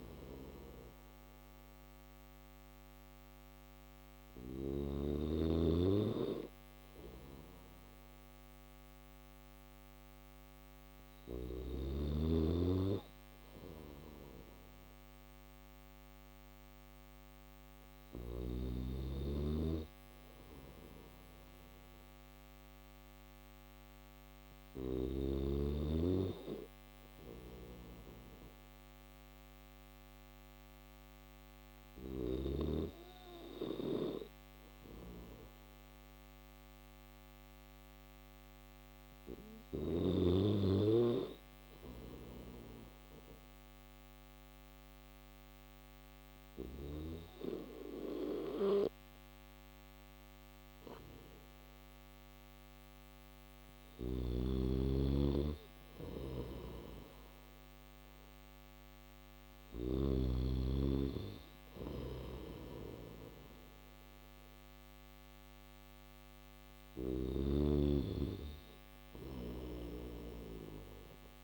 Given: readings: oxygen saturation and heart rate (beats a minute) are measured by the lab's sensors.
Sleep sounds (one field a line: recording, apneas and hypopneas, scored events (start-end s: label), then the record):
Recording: breathing in sleep by a microphone on the trachea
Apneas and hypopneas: none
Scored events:
55.00-59.00 s: snoring (device-marked)
68.00-71.44 s: snoring (device-marked)
From the record:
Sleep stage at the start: N3 (deep sleep)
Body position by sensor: on the back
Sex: male